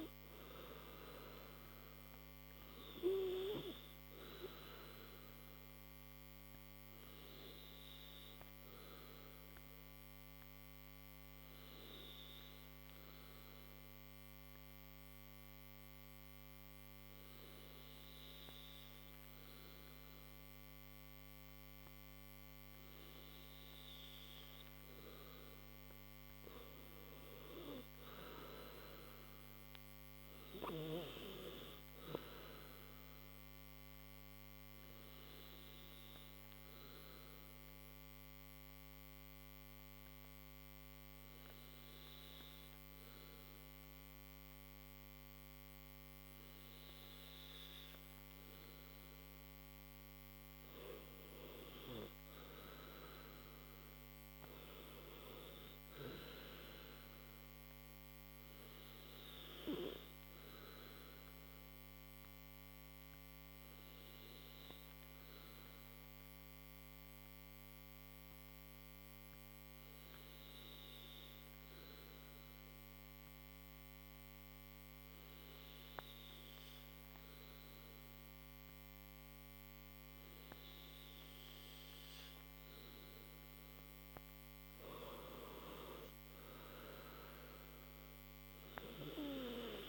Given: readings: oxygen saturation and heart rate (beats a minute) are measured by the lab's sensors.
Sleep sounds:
breathing in sleep by a microphone on the trachea; 3
0.00-18.50 s: oxygen desaturation (device-marked, oxygen 93% lowest, heart rate 54 extreme)
4.50-25.00 s: obstructive apnea (oxygen 96% before, 93% lowest, heart rate 64 before, 54 extreme, up 18 after)
26.00-29.00 s: arousal
33.50-49.50 s: obstructive apnea (oxygen 98% before, 93% lowest, heart rate 62 before, 56 extreme, up 15 after)
52.50-55.50 s: arousal
59.00-82.50 s: obstructive apnea (oxygen 97% before, 93% lowest, heart rate 63 before, 54 extreme, up 22 after)
82.50-89.89 s: oxygen desaturation (device-marked, oxygen 97% before, 93% lowest, heart rate 60 before, 54 extreme)
87.00-89.89 s: arousal
From the record:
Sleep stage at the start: N2 (light sleep); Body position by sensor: on the right side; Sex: male

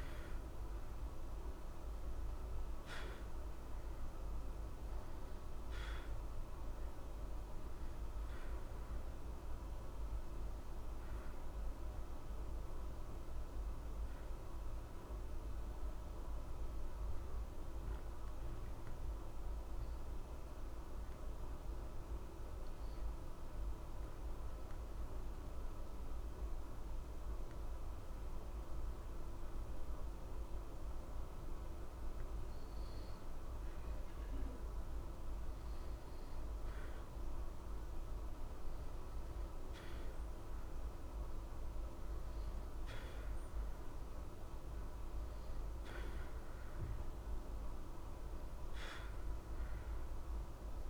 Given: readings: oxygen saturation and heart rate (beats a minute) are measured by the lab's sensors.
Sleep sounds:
breathing in sleep, hard to hear, by a room microphone; 1
1.50-21.50 s: oxygen desaturation (device-marked, oxygen 93% before, 90% lowest, heart rate 60 before, 60 extreme)
15.50-31.50 s: obstructive apnea (oxygen 93% before, 89% lowest, heart rate 60 before, 60 extreme, up 2 after)
34.50-38.00 s: arousal
47.50-50.90 s: oxygen desaturation (device-marked, oxygen 93% before, 89% lowest, heart rate 61 before, 60 extreme)
From the record:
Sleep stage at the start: N2 (light sleep); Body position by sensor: on the back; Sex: male

